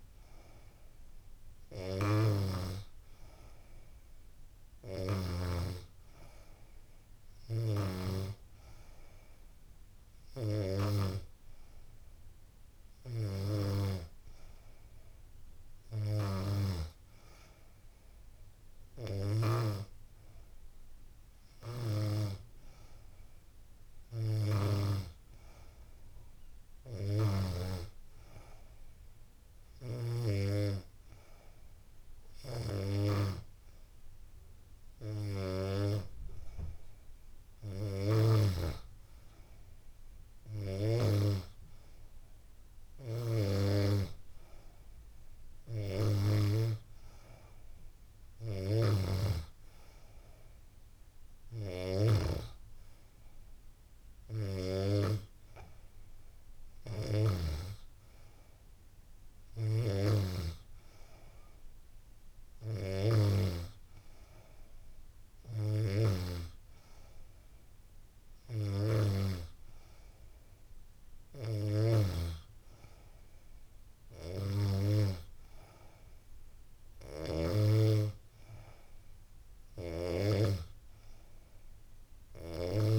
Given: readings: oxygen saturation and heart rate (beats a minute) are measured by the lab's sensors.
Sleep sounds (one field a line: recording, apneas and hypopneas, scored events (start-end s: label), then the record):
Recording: breathing in sleep by a room microphone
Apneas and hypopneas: none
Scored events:
none scored
From the record:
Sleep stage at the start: N2 (light sleep)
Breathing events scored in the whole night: 111 in 5.1 hours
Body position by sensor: on the back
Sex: female